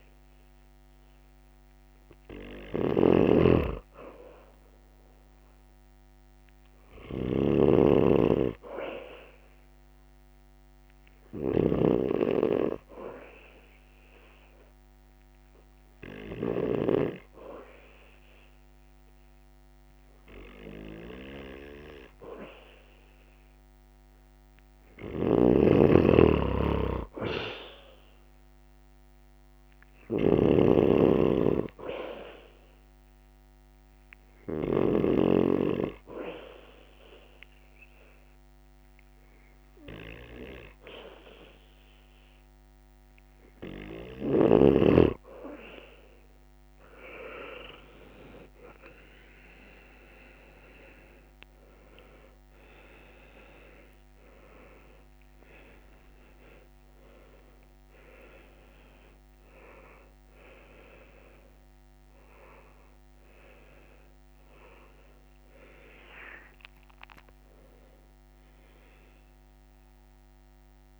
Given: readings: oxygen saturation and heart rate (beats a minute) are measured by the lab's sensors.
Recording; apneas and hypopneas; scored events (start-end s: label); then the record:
a person partly awake in a sleep study, by a microphone on the trachea; 1
0.00-11.00 s: oxygen desaturation (device-marked, oxygen 90% lowest, heart rate 71 extreme)
2.50-7.50 s: snoring (device-marked)
25.00-30.00 s: snoring (device-marked)
33.50-44.50 s: hypopnea (oxygen 97% before, 92% lowest, heart rate 73 before, 71 extreme, up 4 after)
41.00-55.00 s: oxygen desaturation (device-marked, oxygen 96% before, 92% lowest, heart rate 73 before, 72 extreme)
49.00-71.00 s: new sleep stage, awake
From the record:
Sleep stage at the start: N2 (light sleep); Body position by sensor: on the back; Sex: male